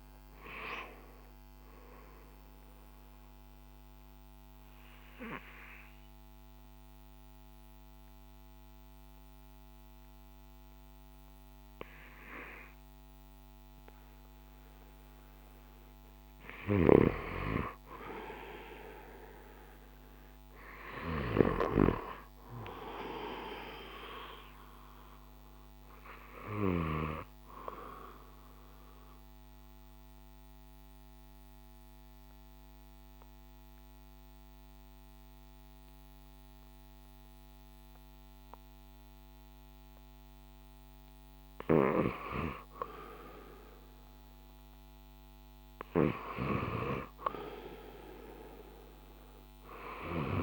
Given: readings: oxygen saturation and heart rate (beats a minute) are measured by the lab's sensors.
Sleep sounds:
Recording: breathing in sleep by a microphone on the trachea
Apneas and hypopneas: 2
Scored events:
3.00-16.50 s: mixed apnea (oxygen 95% before, 92% lowest, heart rate 69 before, 56 extreme, up 7 after)
16.50-27.00 s: snoring (device-marked)
18.00-20.50 s: arousal
22.50-35.50 s: drop in pulse transit time (device-marked, heart rate 65 before, 56 extreme)
27.50-50.42 s: oxygen desaturation (device-marked, oxygen 97% before, 92% lowest, heart rate 63 before, 56 extreme)
28.50-41.50 s: mixed apnea (oxygen 97% before, 91% lowest, heart rate 63 before, 56 extreme, up 4 after)
From the record:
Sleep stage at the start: N2 (light sleep)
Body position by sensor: on the back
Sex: male

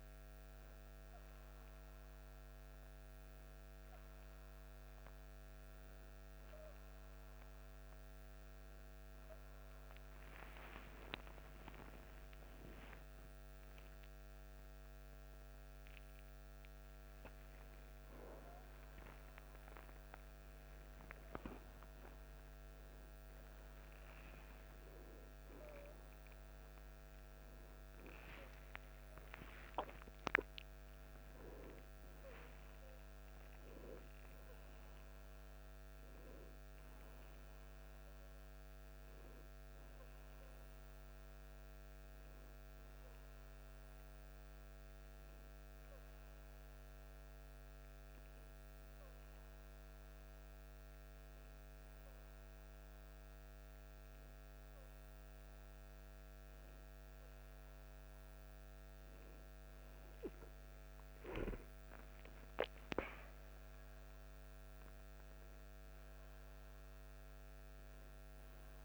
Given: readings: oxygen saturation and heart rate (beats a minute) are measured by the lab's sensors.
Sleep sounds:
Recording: a person partly awake in a sleep study, by a microphone on the trachea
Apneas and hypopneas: none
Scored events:
12.50-42.50 s: new sleep stage, awake
42.50-68.85 s: new sleep stage, N2 (light sleep)
From the record:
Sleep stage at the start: N2 (light sleep)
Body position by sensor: on the back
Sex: male

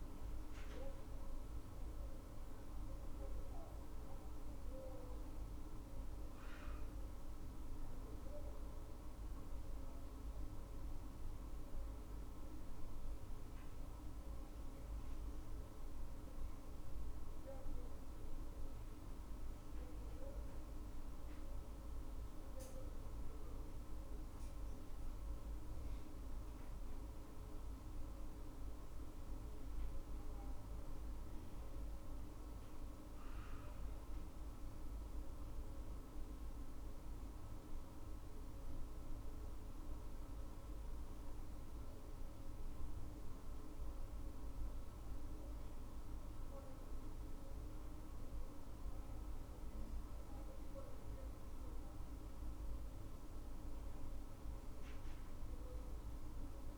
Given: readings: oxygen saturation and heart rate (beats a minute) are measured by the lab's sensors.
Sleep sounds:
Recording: breathing in sleep, hard to hear, by a room microphone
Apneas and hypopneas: none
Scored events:
none scored
From the record:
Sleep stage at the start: N2 (light sleep)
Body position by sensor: on the left side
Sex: female

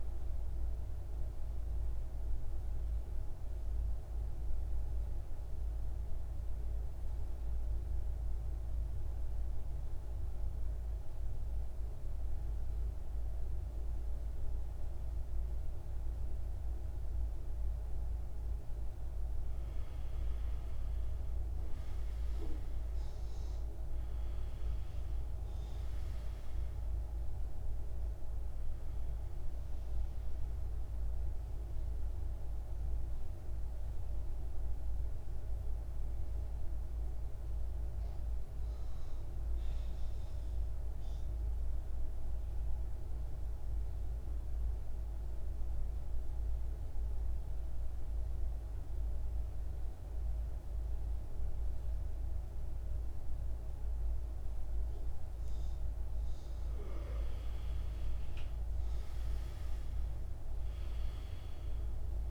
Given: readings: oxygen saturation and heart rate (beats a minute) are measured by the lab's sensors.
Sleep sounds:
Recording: breathing in sleep, hard to hear, by a room microphone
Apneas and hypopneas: 2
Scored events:
0.00-7.00 s: oxygen desaturation (device-marked, oxygen 91% lowest, heart rate 58 extreme)
1.00-18.00 s: obstructive apnea (oxygen 97% before, 86% lowest, heart rate 61 before, 58 extreme, up 3 after)
20.00-62.31 s: new sleep stage, N2 (light sleep)
21.00-26.00 s: arousal
31.00-38.00 s: oxygen desaturation (device-marked, oxygen 96% before, 89% lowest, heart rate 61 before, 55 extreme)
37.50-55.50 s: central apnea (oxygen 98% before, 86% lowest, heart rate 61 before, 51 extreme, up 7 after)
56.00-62.31 s: oxygen desaturation (device-marked, oxygen 98% before, 86% lowest, heart rate 57 before, 51 extreme)
57.50-62.00 s: arousal
From the record:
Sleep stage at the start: N1 (lightest sleep)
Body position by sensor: on the back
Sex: male

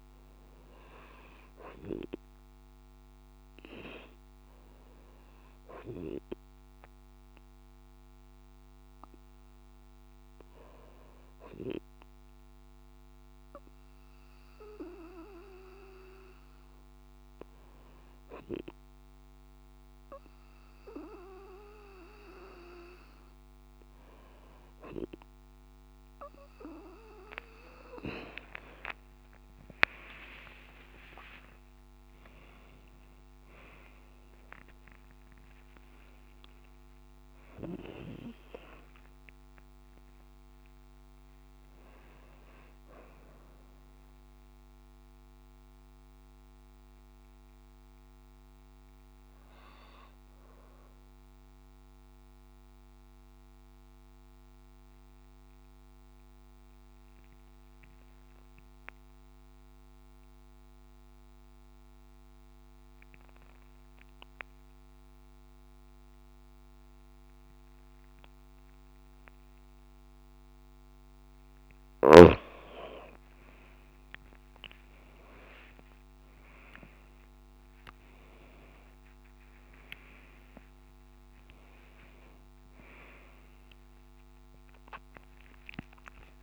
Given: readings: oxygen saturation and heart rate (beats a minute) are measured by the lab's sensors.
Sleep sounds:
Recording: breathing in sleep by a microphone on the trachea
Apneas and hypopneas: 2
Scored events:
5.00-9.00 s: arousal
10.00-24.50 s: hypopnea (oxygen 95% before, 94% lowest)
26.50-31.00 s: arousal
28.50-30.50 s: long interval between heartbeats (device-marked)
32.50-34.50 s: long interval between heartbeats (device-marked)
51.00-71.50 s: mixed apnea (oxygen 95% before, 91% lowest)
73.50-78.00 s: arousal
83.50-85.50 s: long interval between heartbeats (device-marked)
From the record:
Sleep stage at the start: N2 (light sleep)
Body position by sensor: on the right side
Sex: female

